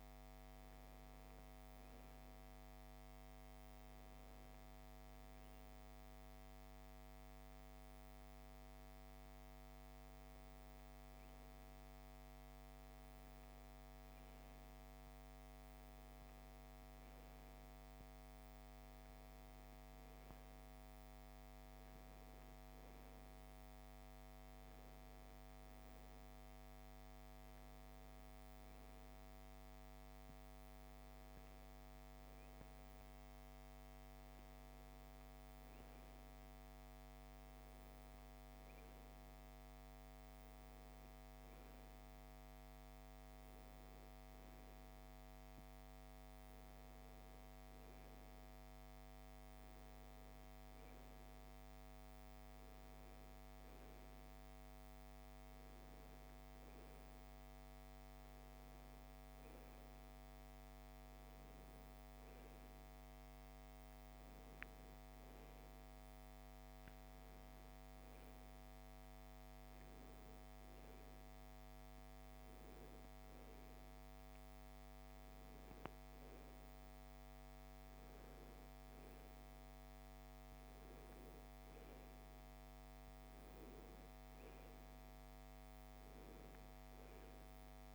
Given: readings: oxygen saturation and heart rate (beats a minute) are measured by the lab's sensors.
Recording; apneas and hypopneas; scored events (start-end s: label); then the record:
breathing in sleep, hard to hear, by a microphone on the trachea; none
67.00-87.95 s: new sleep stage, N2 (light sleep)
From the record:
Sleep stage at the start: N1 (lightest sleep); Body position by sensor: on the right side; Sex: female